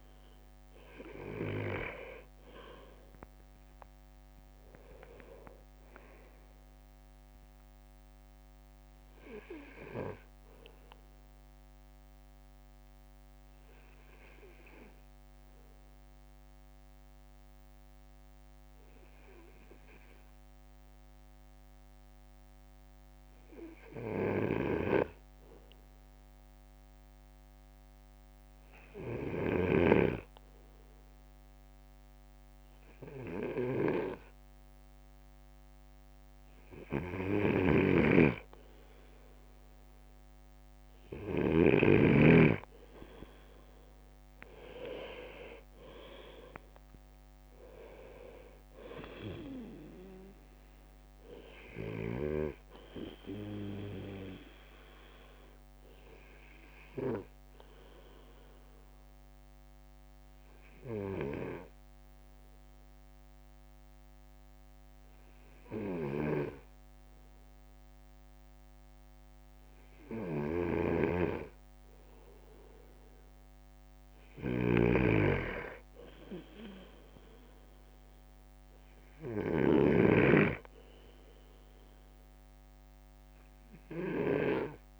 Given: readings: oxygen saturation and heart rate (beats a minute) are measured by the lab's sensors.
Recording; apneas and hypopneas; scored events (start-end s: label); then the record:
breathing in sleep by a microphone on the trachea; 2
3.00-4.50 s: leg movement (device-marked)
3.00-6.50 s: arousal
10.50-34.50 s: obstructive apnea (oxygen 99% before, 97% lowest)
29.00-41.50 s: snoring (device-marked)
44.00-45.00 s: leg movement (device-marked)
45.00-48.00 s: arousal
54.00-72.00 s: obstructive apnea (oxygen 98% before, 97% lowest)
70.50-85.00 s: snoring (device-marked)
76.50-80.00 s: arousal
From the record:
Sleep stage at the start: N2 (light sleep); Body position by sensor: on the right side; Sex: male